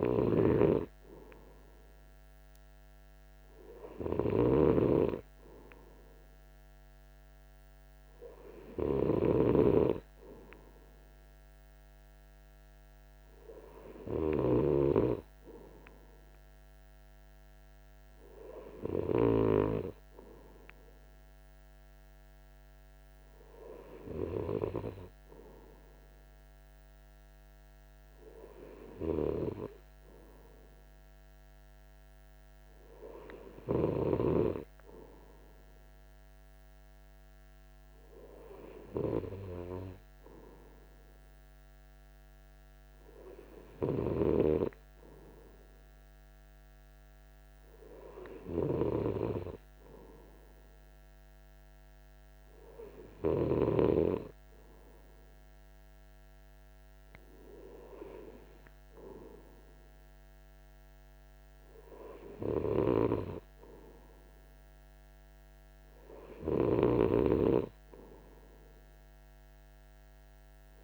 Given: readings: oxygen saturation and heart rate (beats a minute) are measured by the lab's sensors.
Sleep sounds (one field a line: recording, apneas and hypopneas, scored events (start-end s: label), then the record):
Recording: breathing in sleep by a microphone on the trachea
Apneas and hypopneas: none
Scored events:
none scored
From the record:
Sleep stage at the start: N2 (light sleep)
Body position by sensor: on the right side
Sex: male